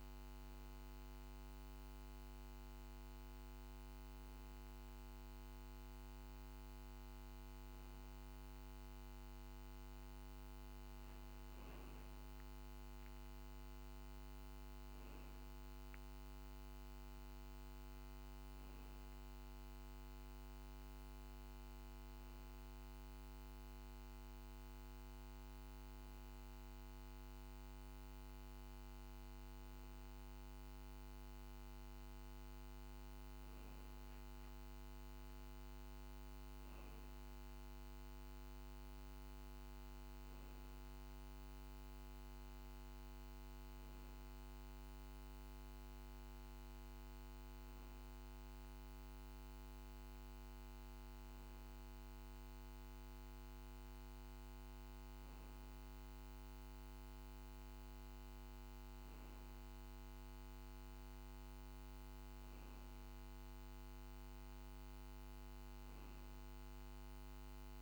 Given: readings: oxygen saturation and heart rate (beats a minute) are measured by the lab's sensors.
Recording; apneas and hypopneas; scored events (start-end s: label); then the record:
breathing in sleep, hard to hear, by a microphone on the trachea; none
none scored
From the record:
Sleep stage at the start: N2 (light sleep); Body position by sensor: on the back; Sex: male